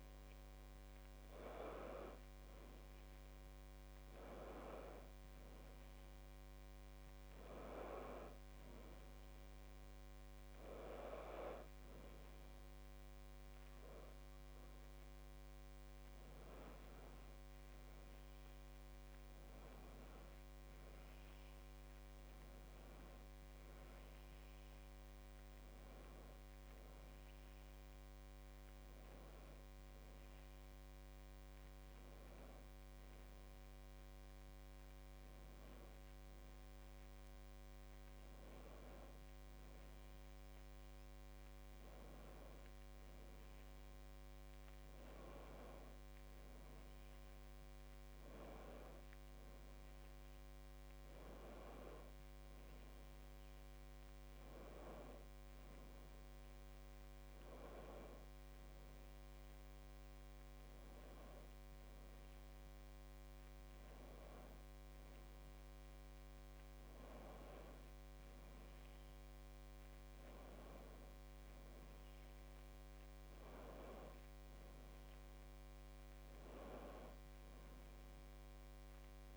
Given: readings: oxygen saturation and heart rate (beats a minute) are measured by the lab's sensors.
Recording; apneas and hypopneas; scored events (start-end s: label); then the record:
breathing in sleep by a microphone on the trachea; none
none scored
From the record:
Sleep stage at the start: N2 (light sleep); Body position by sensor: on the back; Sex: female